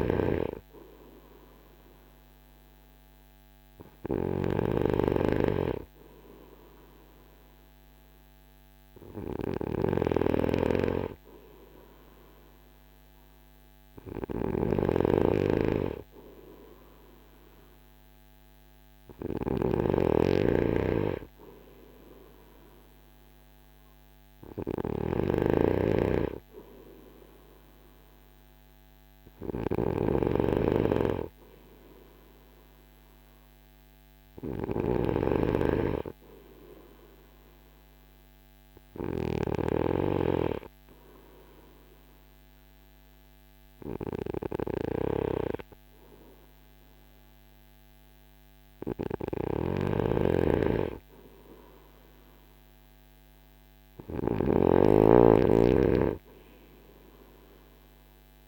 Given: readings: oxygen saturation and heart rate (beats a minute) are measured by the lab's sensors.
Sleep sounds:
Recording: breathing in sleep by a microphone on the trachea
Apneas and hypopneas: none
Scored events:
0.00-39.00 s: snoring (device-marked)
49.00-58.48 s: snoring (device-marked)
From the record:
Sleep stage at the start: N2 (light sleep)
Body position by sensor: on the front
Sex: male

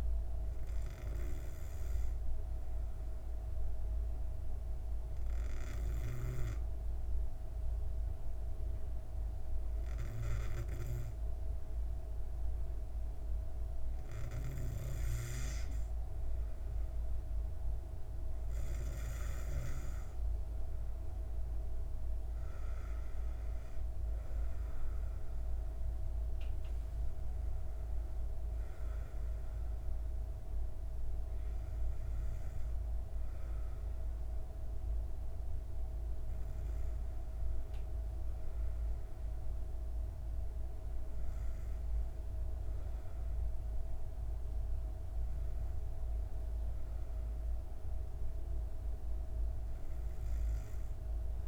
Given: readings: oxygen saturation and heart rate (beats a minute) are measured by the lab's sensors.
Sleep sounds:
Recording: breathing in sleep, hard to hear, by a room microphone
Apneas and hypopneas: 1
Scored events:
2.50-14.50 s: obstructive apnea (oxygen 97% before, 94% lowest, heart rate 65 before, 61 extreme, up 1 after)
16.00-19.00 s: arousal
From the record:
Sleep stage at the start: N2 (light sleep)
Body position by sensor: on the back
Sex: female

